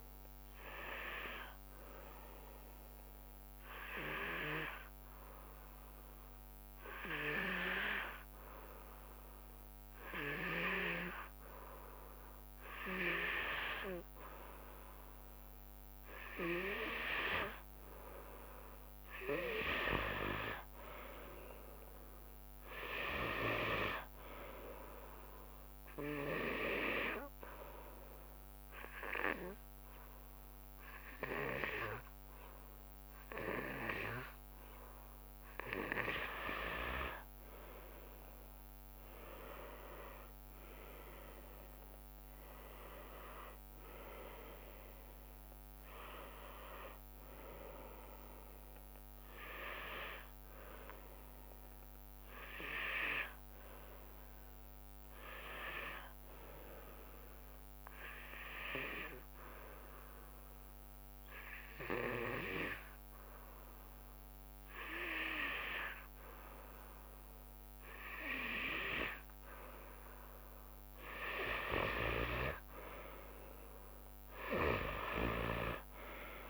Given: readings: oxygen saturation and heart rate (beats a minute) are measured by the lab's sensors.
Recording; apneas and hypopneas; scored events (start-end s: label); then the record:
breathing in sleep by a microphone on the trachea; 3
0.00-3.50 s: drop in pulse transit time (device-marked, heart rate 72 extreme)
0.00-7.50 s: oxygen desaturation (device-marked, oxygen 93% lowest, heart rate 68 extreme)
2.50-12.50 s: hypopnea (oxygen 97% before, 91% lowest, heart rate 75 before, 68 extreme, up 6 after)
15.00-18.50 s: arousal
19.50-33.50 s: oxygen desaturation (device-marked, oxygen 97% before, 93% lowest, heart rate 72 before, 68 extreme)
20.50-28.50 s: drop in pulse transit time (device-marked, heart rate 72 before, 73 extreme)
26.00-37.00 s: obstructive apnea (oxygen 97% before, 91% lowest, heart rate 73 before, 68 extreme, up 12 after)
38.50-49.50 s: drop in pulse transit time (device-marked, heart rate 72 before, 73 extreme)
40.00-44.00 s: arousal
44.50-58.50 s: oxygen desaturation (device-marked, oxygen 95% before, 91% lowest, heart rate 73 before, 68 extreme)
58.00-68.50 s: hypopnea (oxygen 96% before, 91% lowest, heart rate 74 before, 70 extreme, up 5 after)
68.50-76.50 s: oxygen desaturation (device-marked, oxygen 97% before, 91% lowest, heart rate 71 before, 67 extreme)
72.00-75.50 s: arousal
From the record:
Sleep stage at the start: N2 (light sleep); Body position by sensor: on the back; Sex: female